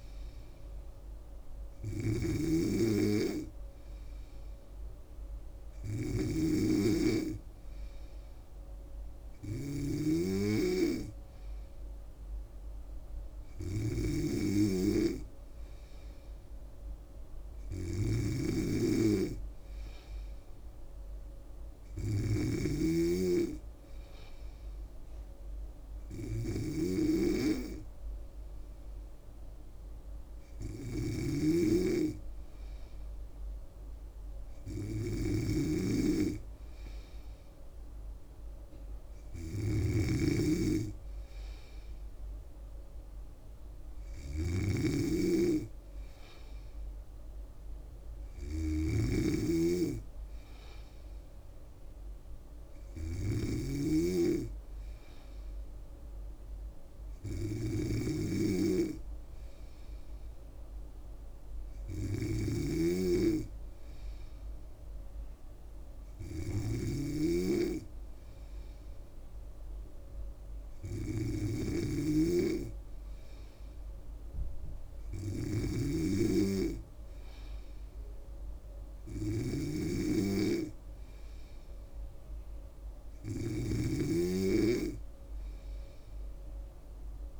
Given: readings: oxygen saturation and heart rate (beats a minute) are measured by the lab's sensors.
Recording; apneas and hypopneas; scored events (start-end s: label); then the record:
breathing in sleep by a room microphone; none
0.00-87.40 s: snoring (device-marked)
From the record:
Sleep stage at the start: N3 (deep sleep); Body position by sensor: on the back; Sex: female